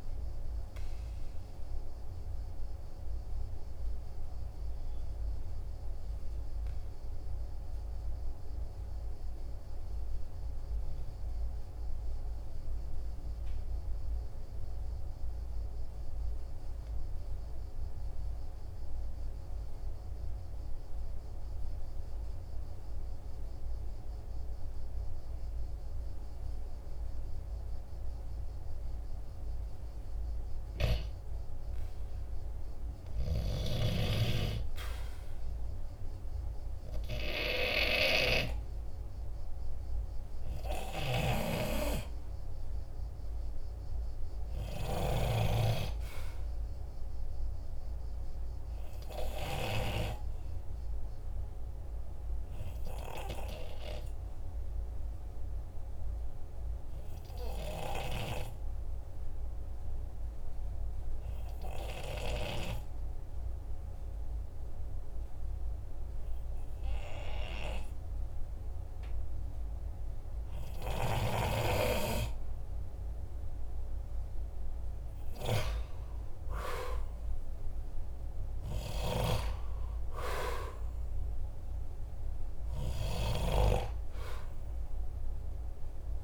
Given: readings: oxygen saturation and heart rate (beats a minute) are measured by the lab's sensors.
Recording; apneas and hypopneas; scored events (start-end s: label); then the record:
breathing in sleep by a room microphone; 2
0.00-21.50 s: oxygen desaturation (device-marked, oxygen 90% lowest, heart rate 43 extreme)
5.50-30.00 s: obstructive apnea (oxygen 97% before, 90% lowest, heart rate 53 before, 45 extreme, up 0 after)
38.50-60.50 s: oxygen desaturation (device-marked, oxygen 98% before, 93% lowest, heart rate 48 before, 46 extreme)
47.50-74.50 s: obstructive apnea (oxygen 98% before, 93% lowest, heart rate 47 before, 46 extreme, up 4 after)
75.00-78.50 s: arousal
From the record:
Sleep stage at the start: N2 (light sleep); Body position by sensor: on the right side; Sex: male